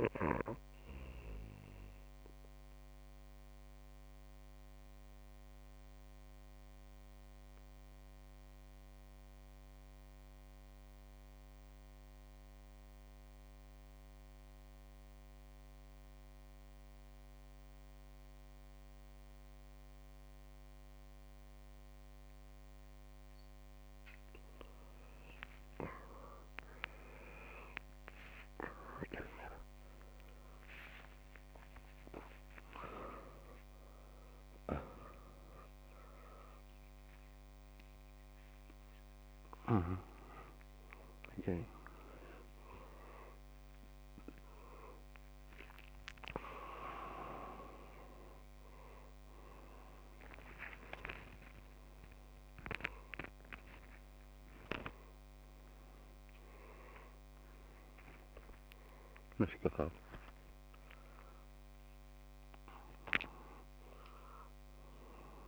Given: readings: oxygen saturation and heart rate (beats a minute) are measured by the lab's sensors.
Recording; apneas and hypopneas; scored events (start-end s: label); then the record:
a person awake in a sleep study, by a microphone on the trachea; 1
0.00-14.50 s: oxygen desaturation (device-marked, oxygen 91% lowest)
1.50-24.00 s: obstructive apnea
11.50-65.48 s: new sleep stage, awake
29.50-31.50 s: long interval between heartbeats (device-marked)
30.50-45.50 s: oxygen desaturation (device-marked, oxygen 98% before, 94% lowest)
32.50-34.50 s: long interval between heartbeats (device-marked)
34.50-36.50 s: long interval between heartbeats (device-marked)
53.00-55.00 s: long interval between heartbeats (device-marked)
From the record:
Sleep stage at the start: N2 (light sleep); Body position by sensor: on the back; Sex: male